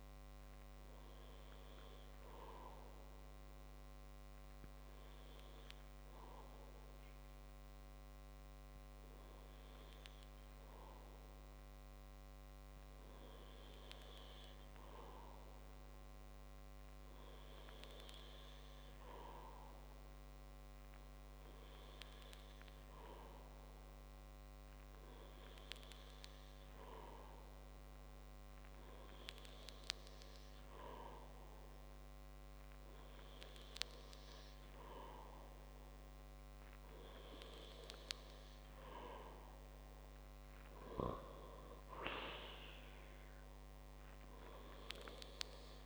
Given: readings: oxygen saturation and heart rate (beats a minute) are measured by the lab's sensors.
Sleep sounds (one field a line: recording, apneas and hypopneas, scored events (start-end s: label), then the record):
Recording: breathing in sleep by a microphone on the trachea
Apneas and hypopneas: none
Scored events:
none scored
From the record:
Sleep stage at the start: N2 (light sleep)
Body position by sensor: on the back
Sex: male